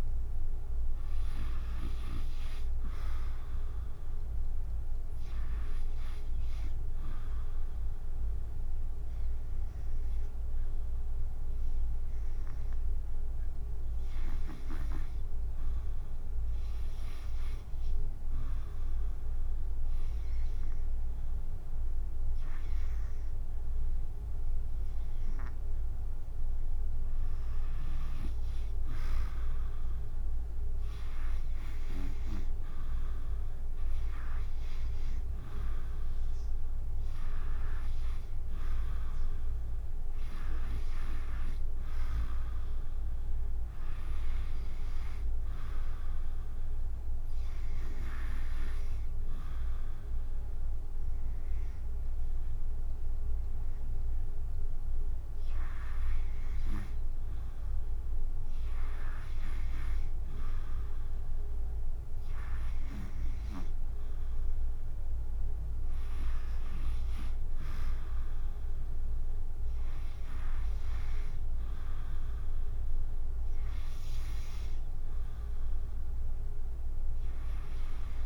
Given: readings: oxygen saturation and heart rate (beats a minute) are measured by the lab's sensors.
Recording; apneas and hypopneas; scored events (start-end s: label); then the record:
breathing in sleep by a room microphone; 2
10.00-25.00 s: hypopnea (oxygen 96% before, 92% lowest, heart rate 79 before, 64 extreme, up 5 after)
25.50-44.50 s: oxygen desaturation (device-marked, oxygen 96% before, 92% lowest, heart rate 68 before, 69 extreme)
27.50-32.00 s: arousal
49.00-60.00 s: obstructive apnea (oxygen 96% before, 92% lowest, heart rate 71 before, 69 extreme, up 7 after)
63.00-67.00 s: arousal
From the record:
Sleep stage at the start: REM sleep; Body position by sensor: on the back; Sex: female